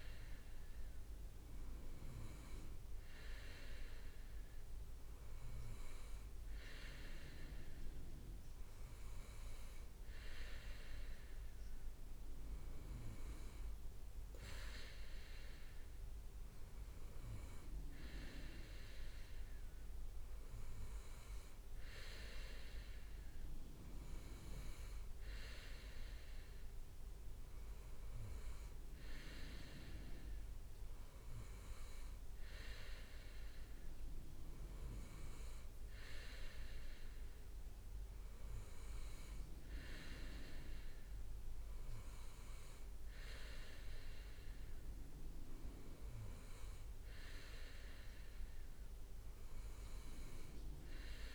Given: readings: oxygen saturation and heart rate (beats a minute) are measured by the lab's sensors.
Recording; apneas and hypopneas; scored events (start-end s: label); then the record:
breathing in sleep by a room microphone; none
1.50-3.50 s: leg movement (device-marked)
5.50-6.50 s: leg movement (device-marked)
From the record:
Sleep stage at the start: N2 (light sleep); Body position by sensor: on the right side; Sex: male